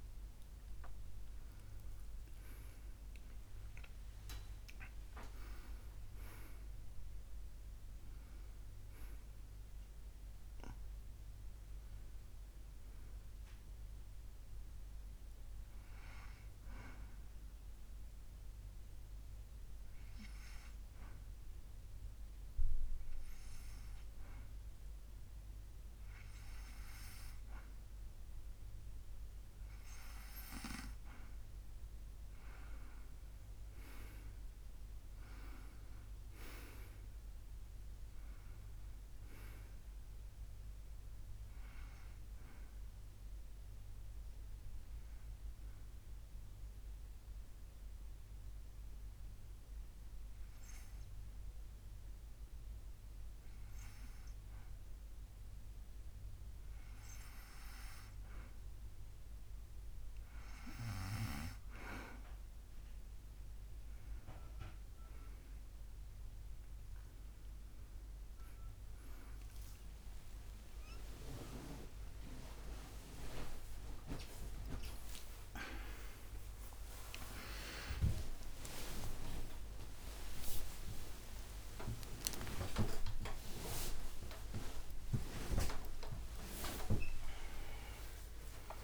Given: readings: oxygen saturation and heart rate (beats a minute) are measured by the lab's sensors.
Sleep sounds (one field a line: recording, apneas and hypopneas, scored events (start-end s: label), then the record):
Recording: a person partly awake in a sleep study, by a room microphone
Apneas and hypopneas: 2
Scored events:
0.00-4.00 s: arousal
18.00-29.00 s: hypopnea (oxygen 96% before, 93% lowest, heart rate 85 before, 74 extreme, up 4 after)
34.00-37.00 s: arousal
43.50-56.50 s: hypopnea (oxygen 96% before, 93% lowest, heart rate 77 before, 74 extreme, up 0 after)
57.00-88.83 s: new sleep stage, awake
From the record:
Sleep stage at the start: N2 (light sleep)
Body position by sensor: on the back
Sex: male